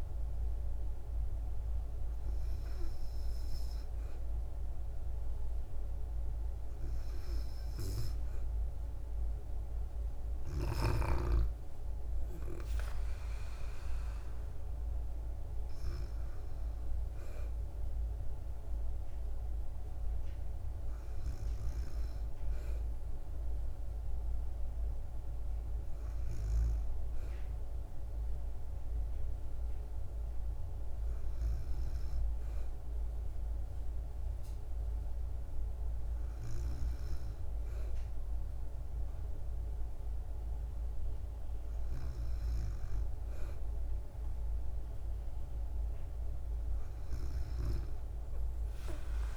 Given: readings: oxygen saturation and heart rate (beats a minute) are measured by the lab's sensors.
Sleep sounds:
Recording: breathing in sleep, hard to hear, by a room microphone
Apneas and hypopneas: none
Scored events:
none scored
From the record:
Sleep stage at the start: N2 (light sleep)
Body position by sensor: on the back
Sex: female

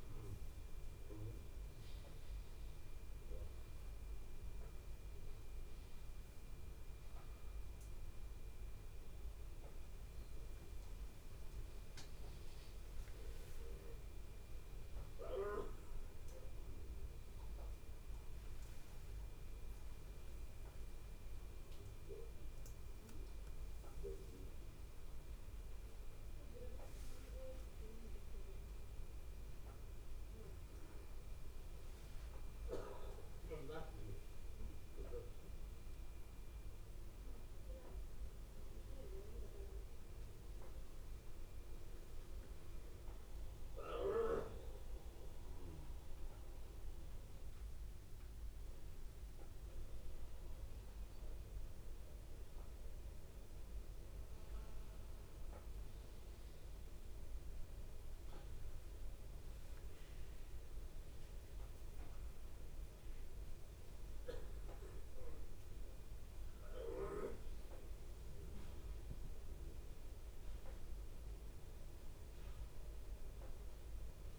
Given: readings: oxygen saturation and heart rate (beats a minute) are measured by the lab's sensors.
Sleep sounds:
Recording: a person awake in a sleep study, by a room microphone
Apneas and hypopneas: none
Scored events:
0.00-1.00 s: long interval between heartbeats (device-marked, heart rate 121 extreme)
8.00-10.00 s: long interval between heartbeats (device-marked, heart rate 102 before, 104 extreme)
11.50-13.50 s: long interval between heartbeats (device-marked, heart rate 106 before, 105 extreme)
19.00-21.00 s: long interval between heartbeats (device-marked, heart rate 104 before, 104 extreme)
22.00-24.00 s: long interval between heartbeats (device-marked, heart rate 102 before, 117 extreme)
28.00-30.00 s: long interval between heartbeats (device-marked, heart rate 106 before, 98 extreme)
35.50-41.50 s: oxygen desaturation (device-marked, oxygen 96% before, 93% lowest, heart rate 104 before, 96 extreme)
60.50-62.50 s: long interval between heartbeats (device-marked, heart rate 98 before, 115 extreme)
61.50-66.00 s: arousal
62.50-64.50 s: long interval between heartbeats (device-marked, heart rate 99 before, 140 extreme)
69.00-71.00 s: long interval between heartbeats (device-marked, heart rate 116 before, 126 extreme)
72.00-74.00 s: long interval between heartbeats (device-marked, heart rate 120 before, 133 extreme)
From the record:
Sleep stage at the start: awake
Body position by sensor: upright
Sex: male

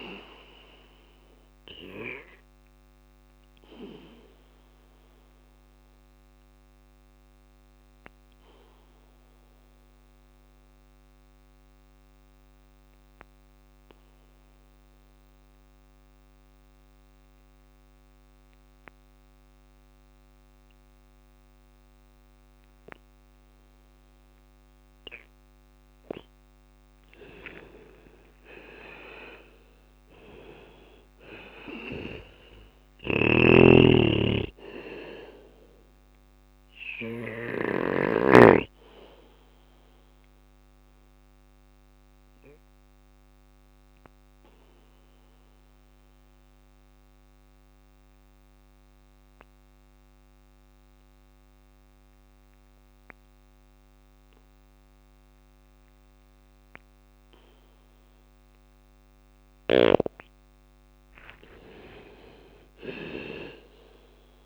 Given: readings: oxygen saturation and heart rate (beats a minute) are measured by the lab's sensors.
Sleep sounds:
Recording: breathing in sleep by a microphone on the trachea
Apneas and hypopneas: 2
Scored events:
0.00-7.00 s: drop in pulse transit time (device-marked, heart rate 55 extreme)
0.00-24.00 s: bradycardia (device-marked, heart rate 61 before, 55 extreme)
1.00-24.50 s: obstructive apnea (oxygen 99% before, 90% lowest, heart rate 60 before, 55 extreme, up 9 after)
4.00-21.00 s: oxygen desaturation (device-marked, oxygen 99% before, 94% lowest, heart rate 61 before, 55 extreme)
25.00-38.00 s: drop in pulse transit time (device-marked, heart rate 56 before, 58 extreme)
26.50-30.00 s: arousal
32.00-36.50 s: snoring (device-marked)
34.00-46.00 s: bradycardia (device-marked, heart rate 60 before, 58 extreme)
35.00-52.00 s: oxygen desaturation (device-marked, oxygen 97% before, 90% lowest, heart rate 60 before, 56 extreme)
40.00-58.50 s: obstructive apnea (oxygen 99% before, 90% lowest, heart rate 60 before, 56 extreme, up 5 after)
58.50-64.00 s: snoring (device-marked)
60.00-63.50 s: arousal
61.00-64.46 s: drop in pulse transit time (device-marked, heart rate 60 before, 60 extreme)
From the record:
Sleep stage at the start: N2 (light sleep)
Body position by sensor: on the back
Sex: male

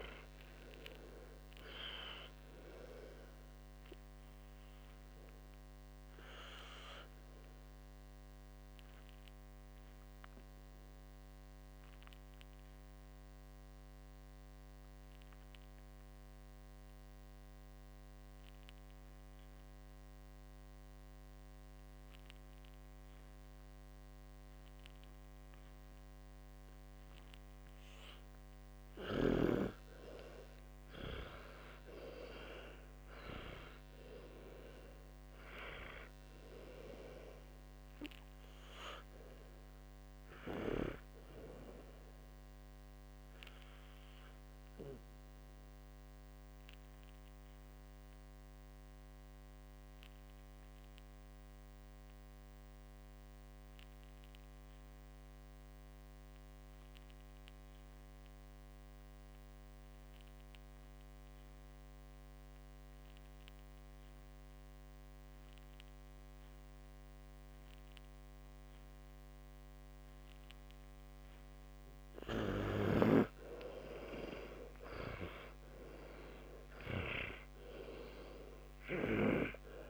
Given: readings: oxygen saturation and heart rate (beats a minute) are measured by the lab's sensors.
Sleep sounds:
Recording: breathing in sleep by a microphone on the trachea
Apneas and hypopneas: 2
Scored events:
0.00-2.50 s: arousal
6.50-36.50 s: oxygen desaturation (device-marked, oxygen 100% before, 92% lowest, heart rate 75 before, 57 extreme)
12.50-26.50 s: obstructive apnea (oxygen 100% before, 91% lowest, heart rate 79 before, 57 extreme, up 28 after)
30.50-36.00 s: arousal
41.50-47.50 s: oxygen desaturation (device-marked, oxygen 98% before, 93% lowest, heart rate 70 before, 53 extreme)
47.50-71.00 s: obstructive apnea (oxygen 98% before, 91% lowest, heart rate 71 before, 53 extreme, up 47 after)
54.50-65.50 s: oxygen desaturation (device-marked, oxygen 94% before, 91% lowest, heart rate 65 before, 53 extreme)
72.50-79.00 s: snoring (device-marked)
74.50-78.50 s: arousal
76.50-79.90 s: oxygen desaturation (device-marked, oxygen 99% before, 92% lowest, heart rate 62 before, 56 extreme)
From the record:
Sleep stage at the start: N2 (light sleep)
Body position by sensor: on the back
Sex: male

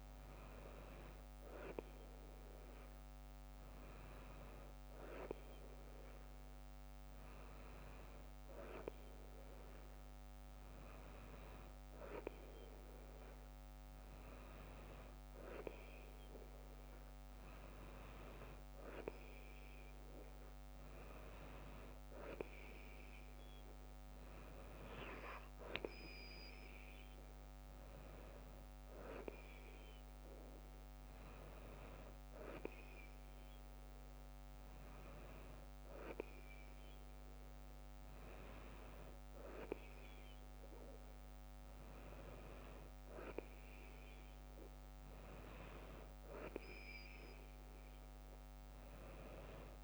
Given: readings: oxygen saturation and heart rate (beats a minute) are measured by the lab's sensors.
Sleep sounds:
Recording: breathing in sleep by a microphone on the trachea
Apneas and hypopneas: none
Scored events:
none scored
From the record:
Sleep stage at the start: N2 (light sleep)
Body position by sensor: on the right side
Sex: female

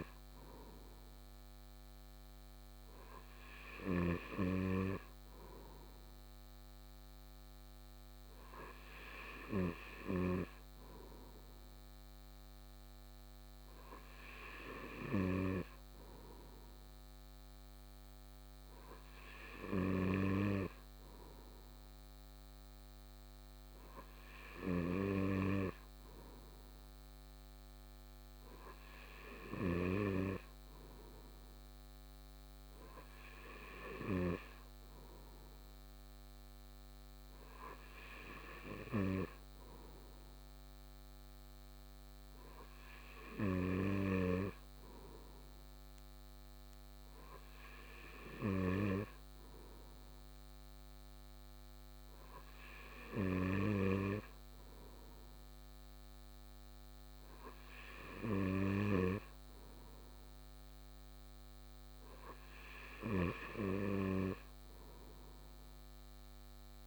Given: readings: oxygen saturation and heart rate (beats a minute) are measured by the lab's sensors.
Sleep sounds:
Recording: breathing in sleep by a microphone on the trachea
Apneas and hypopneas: none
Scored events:
none scored
From the record:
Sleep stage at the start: N2 (light sleep)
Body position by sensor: on the right side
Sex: male

